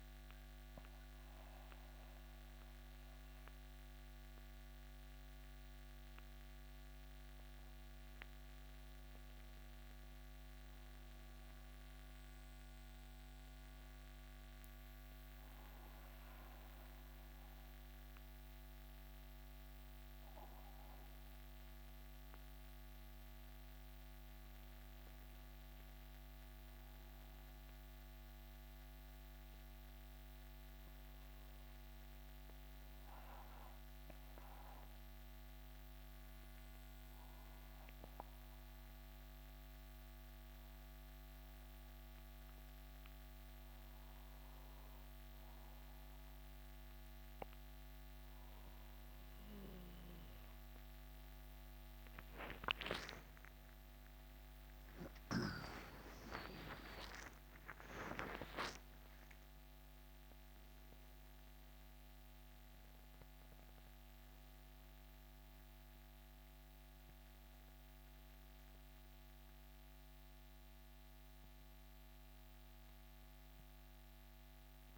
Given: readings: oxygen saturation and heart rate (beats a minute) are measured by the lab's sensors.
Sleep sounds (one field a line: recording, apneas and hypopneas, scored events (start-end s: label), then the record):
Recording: breathing in sleep by a microphone on the trachea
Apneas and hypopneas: 1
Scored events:
13.50-50.00 s: hypopnea (oxygen 93% before, 87% lowest, heart rate 71 before, 65 extreme, up 35 after)
21.00-36.00 s: oxygen desaturation (device-marked, oxygen 92% before, 89% lowest, heart rate 70 before, 65 extreme)
52.50-57.50 s: arousal
68.00-74.98 s: oxygen desaturation (device-marked, oxygen 91% before, 87% lowest, heart rate 81 before, 61 extreme)
From the record:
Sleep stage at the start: N2 (light sleep)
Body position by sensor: on the back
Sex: male